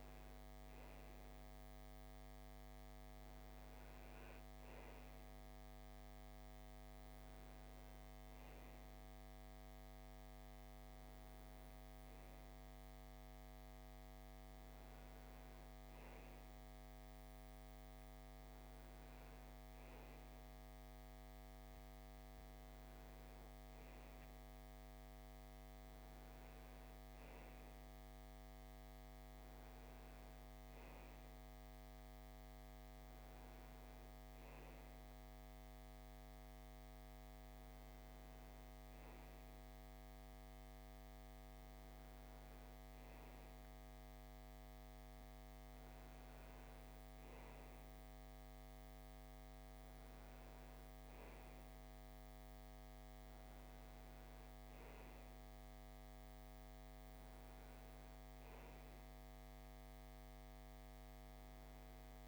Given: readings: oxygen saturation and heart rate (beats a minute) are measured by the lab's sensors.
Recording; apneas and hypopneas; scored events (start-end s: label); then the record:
breathing in sleep, hard to hear, by a microphone on the trachea; none
none scored
From the record:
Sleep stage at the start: N2 (light sleep); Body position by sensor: on the right side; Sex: male